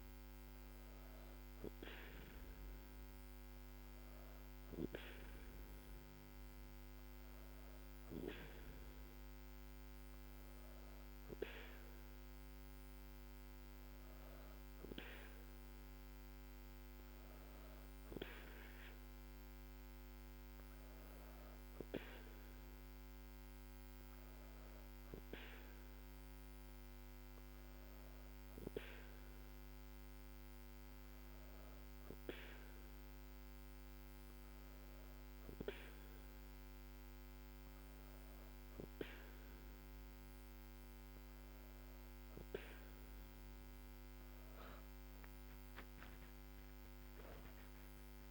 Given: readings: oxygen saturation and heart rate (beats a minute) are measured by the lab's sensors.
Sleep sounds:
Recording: breathing in sleep by a microphone on the trachea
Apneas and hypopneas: none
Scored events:
none scored
From the record:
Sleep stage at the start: N2 (light sleep)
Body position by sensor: on the back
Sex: female

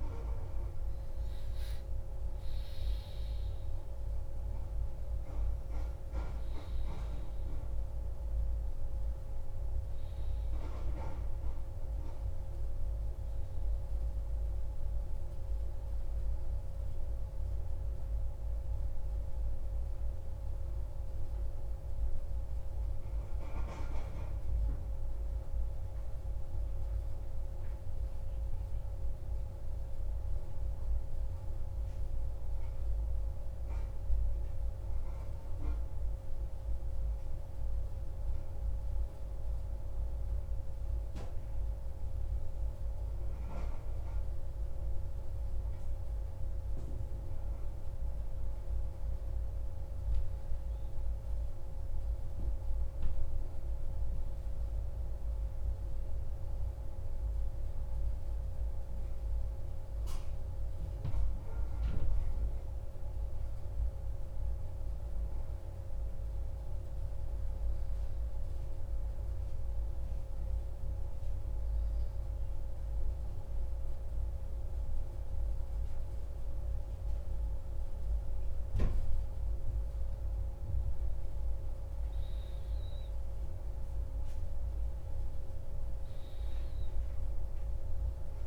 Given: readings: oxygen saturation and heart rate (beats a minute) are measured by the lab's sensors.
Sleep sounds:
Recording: breathing in sleep, hard to hear, by a room microphone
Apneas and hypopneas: 3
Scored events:
12.50-23.50 s: hypopnea (oxygen 96% before, 93% lowest, heart rate 67 before, 64 extreme, up 2 after)
26.50-30.50 s: arousal
33.00-44.00 s: obstructive apnea (oxygen 96% before, 93% lowest, heart rate 65 before, 65 extreme, up 1 after)
33.00-88.47 s: new sleep stage, N2 (light sleep)
48.00-53.00 s: arousal
67.50-79.00 s: obstructive apnea (oxygen 96% before, 93% lowest, heart rate 65 before, 63 extreme, up 1 after)
81.50-85.00 s: arousal
From the record:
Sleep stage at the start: N1 (lightest sleep)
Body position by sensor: on the back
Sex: male

